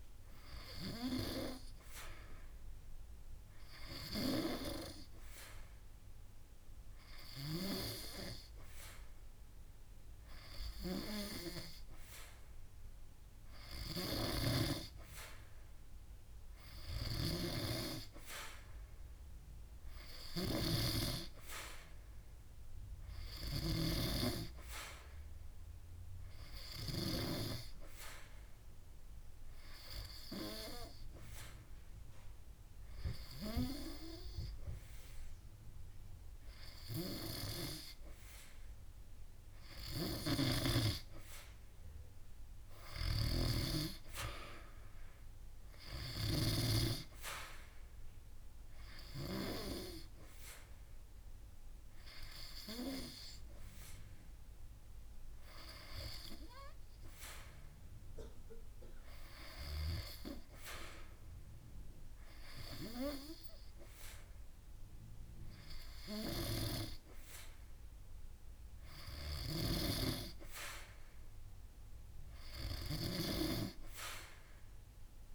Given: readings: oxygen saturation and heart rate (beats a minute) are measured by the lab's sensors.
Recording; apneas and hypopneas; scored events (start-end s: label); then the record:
breathing in sleep by a room microphone; 1
2.00-10.00 s: drop in pulse transit time (device-marked)
6.50-8.50 s: long interval between heartbeats (device-marked)
24.50-28.00 s: arousal
26.50-28.50 s: long interval between heartbeats (device-marked)
30.50-41.50 s: hypopnea (oxygen 95% before, 92% lowest)
43.50-47.00 s: arousal
58.50-60.50 s: long interval between heartbeats (device-marked)
61.00-63.00 s: long interval between heartbeats (device-marked)
64.00-67.00 s: drop in pulse transit time (device-marked)
65.50-67.50 s: long interval between heartbeats (device-marked)
From the record:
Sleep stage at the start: N2 (light sleep); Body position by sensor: on the back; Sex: female